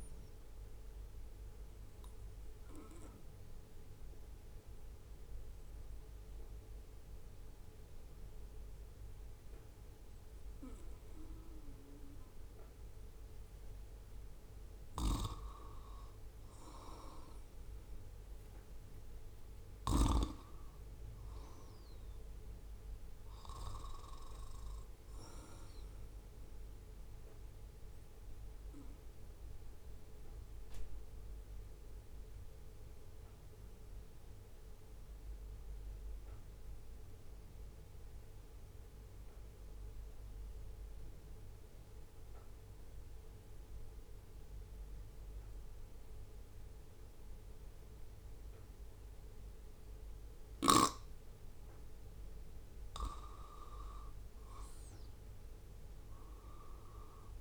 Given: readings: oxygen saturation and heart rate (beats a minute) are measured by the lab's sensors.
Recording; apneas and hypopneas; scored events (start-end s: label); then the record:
breathing in sleep by a room microphone; 2
1.50-14.50 s: obstructive apnea (oxygen 97% before, 93% lowest, heart rate 69 before, 62 extreme, up 3 after)
2.50-12.50 s: oxygen desaturation (device-marked, oxygen 96% before, 93% lowest, heart rate 69 before, 62 extreme)
16.50-20.50 s: arousal
20.00-21.00 s: leg movement (device-marked)
28.00-52.50 s: obstructive apnea (oxygen 96% before, 90% lowest, heart rate 68 before, 63 extreme, up 4 after)
54.00-57.00 s: arousal
54.50-57.41 s: oxygen desaturation (device-marked, oxygen 97% before, 93% lowest, heart rate 67 before, 63 extreme)
From the record:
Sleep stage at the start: N2 (light sleep); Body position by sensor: on the right side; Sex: male